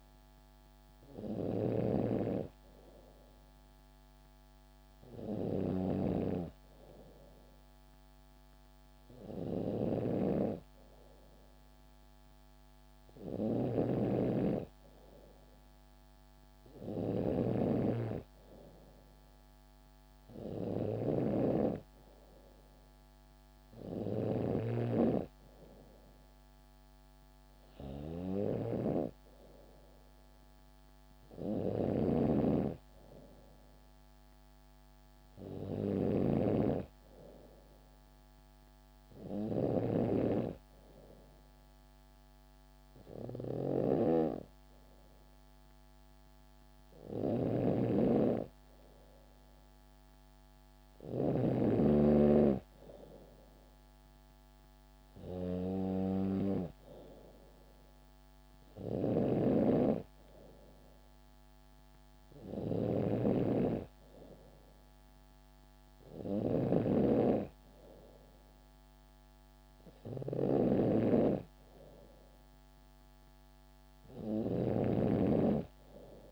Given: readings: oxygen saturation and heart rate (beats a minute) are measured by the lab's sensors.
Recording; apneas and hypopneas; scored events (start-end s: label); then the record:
breathing in sleep by a microphone on the trachea; none
0.00-5.50 s: snoring (device-marked)
13.00-24.00 s: snoring (device-marked)
31.00-51.00 s: snoring (device-marked)
58.50-76.31 s: snoring (device-marked)
From the record:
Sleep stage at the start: N3 (deep sleep); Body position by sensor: on the back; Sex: female